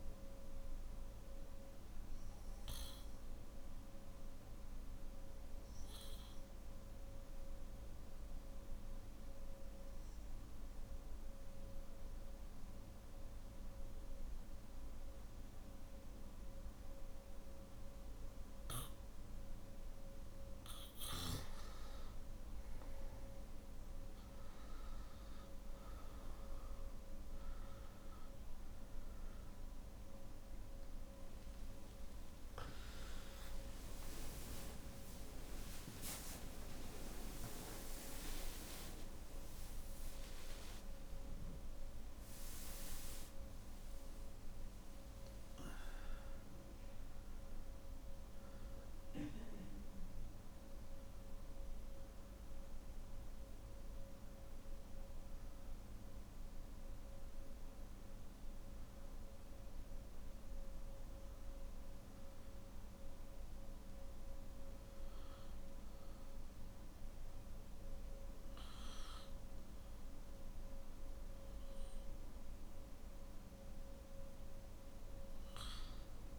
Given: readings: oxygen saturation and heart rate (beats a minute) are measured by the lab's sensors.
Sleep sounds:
breathing in sleep by a room microphone; 1
1.00-21.50 s: obstructive apnea (oxygen 98% before, 90% lowest, heart rate 55 before, 50 extreme, up 8 after)
22.50-51.50 s: oxygen desaturation (device-marked, oxygen 98% before, 90% lowest, heart rate 53 before, 49 extreme)
34.50-36.50 s: long interval between heartbeats (device-marked, heart rate 59 before, 87 extreme)
38.00-40.00 s: long interval between heartbeats (device-marked, heart rate 64 before, 105 extreme)
From the record:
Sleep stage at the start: N2 (light sleep); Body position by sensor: on the back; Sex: male

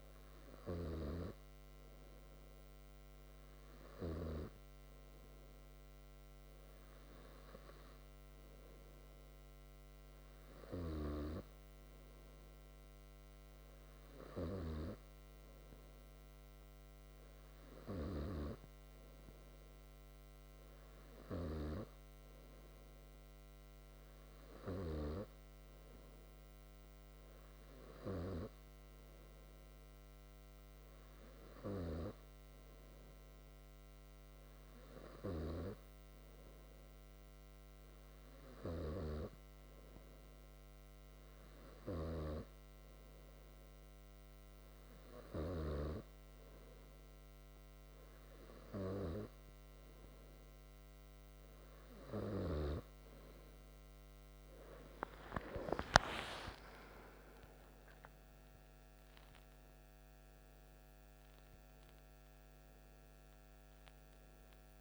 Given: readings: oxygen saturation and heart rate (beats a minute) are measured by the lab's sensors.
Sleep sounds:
breathing in sleep by a microphone on the trachea; none
53.50-64.81 s: new sleep stage, N2 (light sleep)
56.00-60.50 s: arousal
From the record:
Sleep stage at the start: N3 (deep sleep); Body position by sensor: on the back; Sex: male

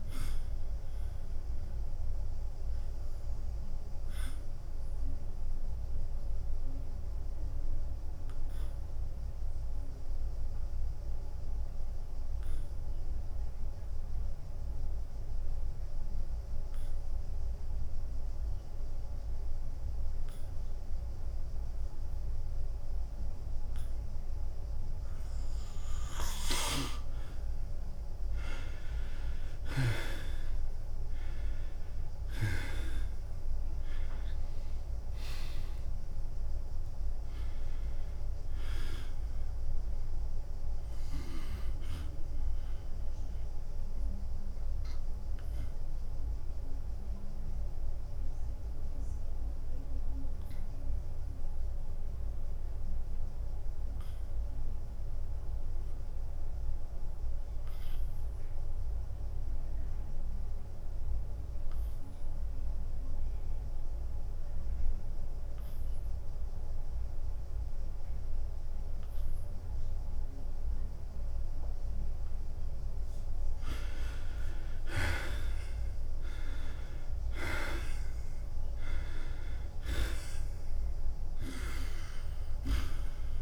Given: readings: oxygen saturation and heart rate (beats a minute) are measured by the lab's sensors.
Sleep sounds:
breathing in sleep by a room microphone; 2
0.00-4.50 s: drop in pulse transit time (device-marked, heart rate 89 extreme)
2.00-26.50 s: obstructive apnea (oxygen 97% before, 77% lowest, heart rate 91 before, 85 extreme, up 4 after)
12.50-22.50 s: oxygen desaturation (device-marked, oxygen 93% before, 78% lowest, heart rate 93 before, 85 extreme)
29.50-33.50 s: arousal
29.50-43.50 s: drop in pulse transit time (device-marked, heart rate 90 before, 88 extreme)
43.00-72.50 s: obstructive apnea (oxygen 98% before, 74% lowest, heart rate 89 before, 86 extreme, up 8 after)
50.50-56.50 s: oxygen desaturation (device-marked, oxygen 94% before, 77% lowest, heart rate 91 before, 86 extreme)
75.50-83.41 s: drop in pulse transit time (device-marked, heart rate 89 before, 92 extreme)
76.00-79.50 s: arousal
76.50-83.41 s: oxygen desaturation (device-marked, oxygen 97% before, 74% lowest, heart rate 89 before, 87 extreme)
From the record:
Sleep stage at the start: N2 (light sleep); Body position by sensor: on the back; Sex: male

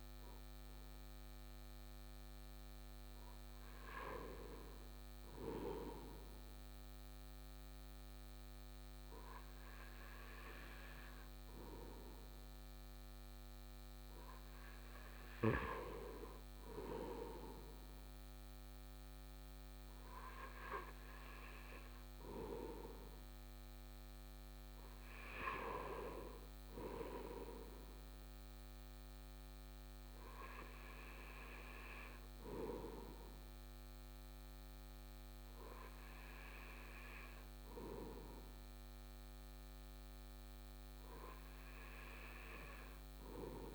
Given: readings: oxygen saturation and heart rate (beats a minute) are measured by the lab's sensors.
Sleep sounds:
breathing in sleep by a microphone on the trachea; none
none scored
From the record:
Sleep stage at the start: N2 (light sleep); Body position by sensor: on the right side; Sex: male

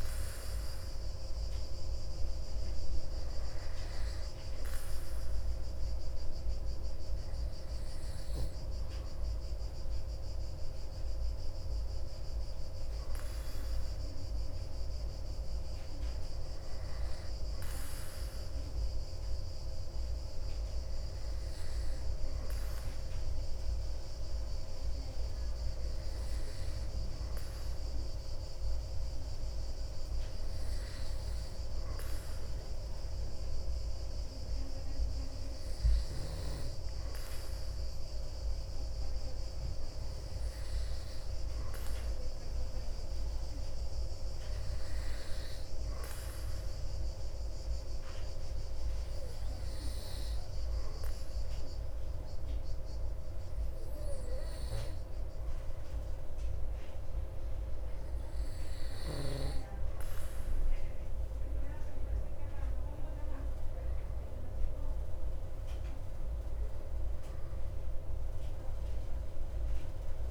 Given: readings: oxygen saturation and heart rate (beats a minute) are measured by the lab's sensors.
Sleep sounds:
breathing in sleep, hard to hear, by a room microphone; 1
42.50-59.50 s: hypopnea (oxygen 96% before, 94% lowest)
63.00-67.00 s: arousal
From the record:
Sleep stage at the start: N2 (light sleep); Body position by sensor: on the back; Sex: male

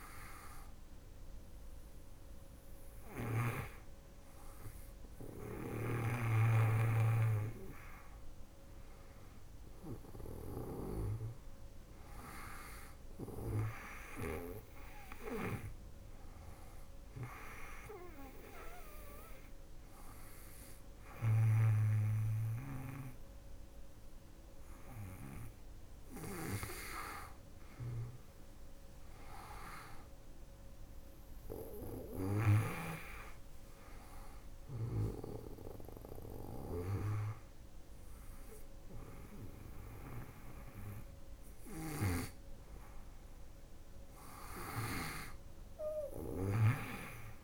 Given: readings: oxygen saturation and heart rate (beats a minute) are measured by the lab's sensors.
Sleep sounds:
breathing in sleep by a room microphone; 1
0.00-2.50 s: snoring (device-marked)
14.00-26.00 s: hypopnea (oxygen 98% before, 95% lowest, heart rate 78 before, 77 extreme, up 5 after)
27.50-30.50 s: arousal
41.00-47.44 s: snoring (device-marked)
From the record:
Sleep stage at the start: N2 (light sleep); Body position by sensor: on the back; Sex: female

